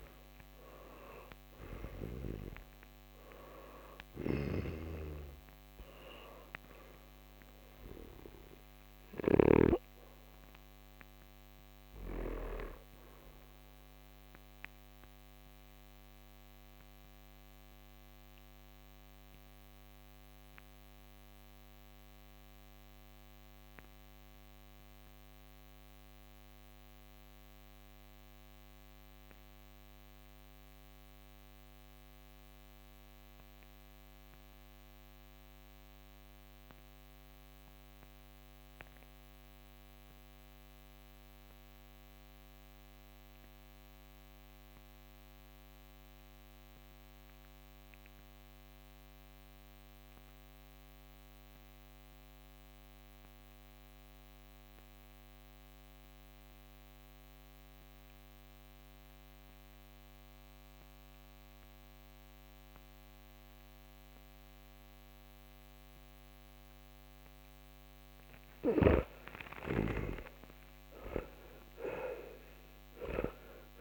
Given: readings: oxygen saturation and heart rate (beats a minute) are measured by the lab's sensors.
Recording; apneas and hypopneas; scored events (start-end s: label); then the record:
breathing in sleep by a microphone on the trachea; 1
0.00-2.00 s: snoring (device-marked)
0.00-35.00 s: oxygen desaturation (device-marked, oxygen 84% lowest, heart rate 42 extreme)
4.00-12.50 s: snoring (device-marked)
16.50-67.50 s: mixed apnea (oxygen 93% before, 84% lowest, heart rate 72 before, 42 extreme, up 4 after)
61.00-73.81 s: oxygen desaturation (device-marked, oxygen 97% before, 84% lowest, heart rate 54 before, 39 extreme)
68.50-73.81 s: snoring (device-marked)
69.00-73.50 s: arousal
From the record:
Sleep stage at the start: N2 (light sleep); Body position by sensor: on the back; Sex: male